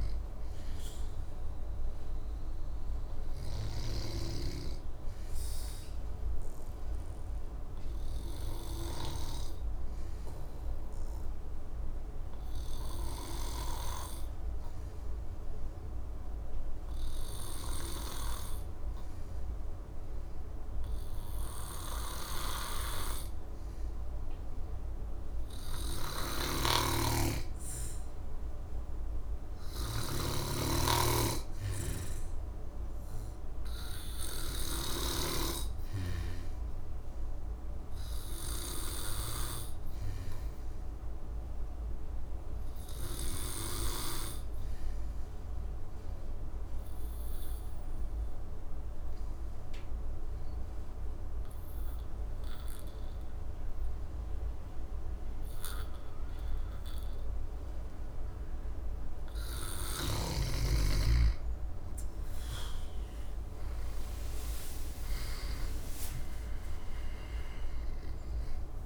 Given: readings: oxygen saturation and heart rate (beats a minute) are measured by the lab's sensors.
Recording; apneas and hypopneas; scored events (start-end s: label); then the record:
breathing in sleep by a room microphone; 2
0.00-9.50 s: oxygen desaturation (device-marked, oxygen 91% lowest, heart rate 66 extreme)
8.00-26.00 s: obstructive apnea (oxygen 95% before, 91% lowest, heart rate 73 before, 66 extreme, up 6 after)
26.00-35.00 s: snoring (device-marked)
28.50-50.50 s: oxygen desaturation (device-marked, oxygen 98% before, 94% lowest, heart rate 67 before, 67 extreme)
45.50-59.00 s: obstructive apnea (oxygen 98% before, 91% lowest, heart rate 70 before, 67 extreme, up 10 after)
61.50-65.50 s: arousal
61.50-68.86 s: oxygen desaturation (device-marked, oxygen 97% before, 91% lowest, heart rate 69 before, 65 extreme)
From the record:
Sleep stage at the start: N2 (light sleep); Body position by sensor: on the back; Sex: male